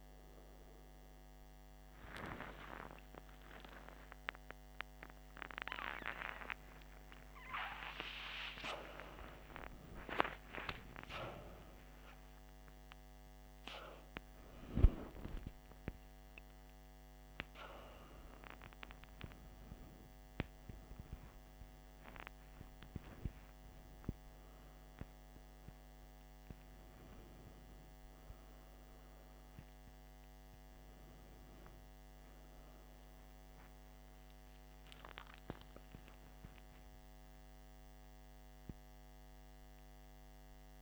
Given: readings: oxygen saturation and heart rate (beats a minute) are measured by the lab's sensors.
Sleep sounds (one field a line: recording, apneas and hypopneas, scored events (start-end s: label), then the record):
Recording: a person awake in a sleep study, by a microphone on the trachea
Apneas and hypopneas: none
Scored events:
14.50-17.50 s: tachycardia (device-marked, heart rate 57 before, 100 extreme)
36.50-40.82 s: oxygen desaturation (device-marked, oxygen 96% before, 92% lowest, heart rate 79 before, 52 extreme)
From the record:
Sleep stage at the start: awake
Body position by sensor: on the back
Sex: male